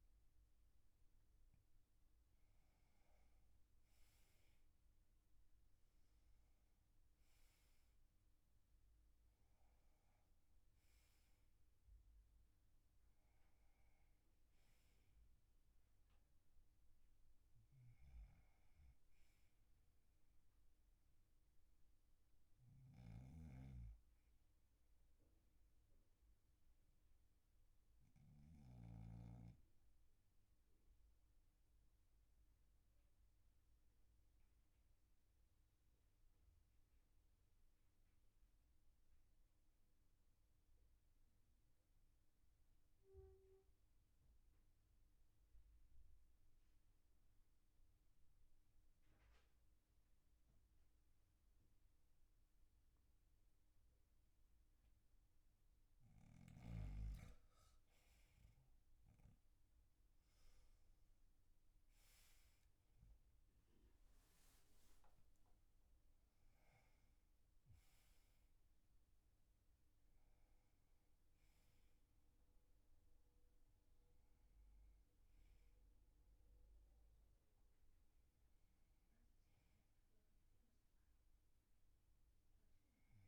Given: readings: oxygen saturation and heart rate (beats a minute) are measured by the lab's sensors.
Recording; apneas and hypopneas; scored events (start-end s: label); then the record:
breathing in sleep, hard to hear, by a room microphone; 1
0.00-2.00 s: arousal
23.50-29.50 s: snoring (device-marked)
26.50-54.00 s: obstructive apnea (oxygen 99% before, 94% lowest, heart rate 46 before, 39 extreme, up 12 after)
32.00-50.00 s: oxygen desaturation (device-marked, oxygen 99% before, 94% lowest, heart rate 46 before, 39 extreme)
57.50-62.00 s: arousal
From the record:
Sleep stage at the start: N2 (light sleep); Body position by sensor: on the back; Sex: male